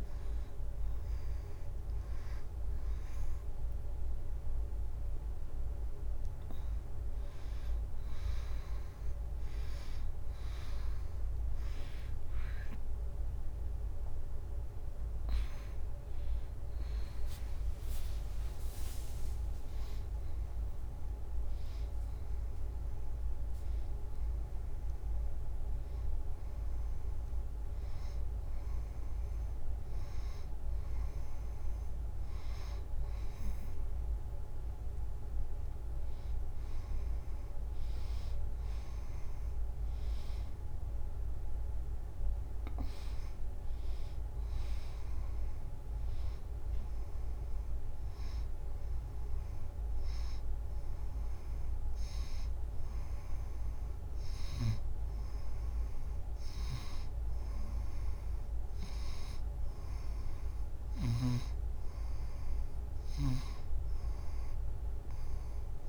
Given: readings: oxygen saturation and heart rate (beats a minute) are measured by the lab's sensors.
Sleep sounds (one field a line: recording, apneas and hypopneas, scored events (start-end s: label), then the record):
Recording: a person partly awake in a sleep study, hard to hear, by a room microphone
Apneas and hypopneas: none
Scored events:
17.50-47.50 s: new sleep stage, N1 (lightest sleep)
47.50-65.89 s: new sleep stage, N2 (light sleep)
From the record:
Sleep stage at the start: awake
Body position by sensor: on the front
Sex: female